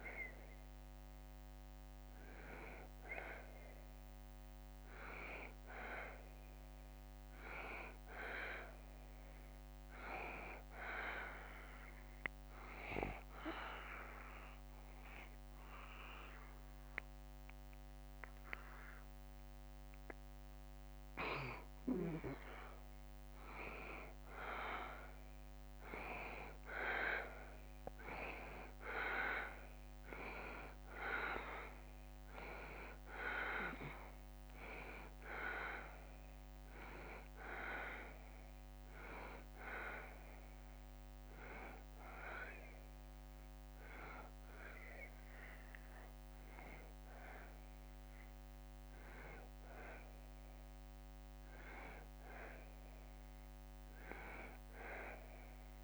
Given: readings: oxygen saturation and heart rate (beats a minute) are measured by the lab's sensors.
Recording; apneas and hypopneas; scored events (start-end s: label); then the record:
breathing in sleep by a microphone on the trachea; 2
0.00-11.50 s: oxygen desaturation (device-marked, oxygen 90% lowest, heart rate 72 extreme)
10.50-21.00 s: obstructive apnea (oxygen 93% before, 90% lowest, heart rate 75 before, 72 extreme, up 1 after)
23.50-28.50 s: arousal
38.50-49.50 s: oxygen desaturation (device-marked, oxygen 94% before, 90% lowest, heart rate 73 before, 74 extreme)
38.50-51.00 s: obstructive apnea (oxygen 95% before, 88% lowest, heart rate 73 before, 74 extreme)
From the record:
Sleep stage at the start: N2 (light sleep); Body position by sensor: on the back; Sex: male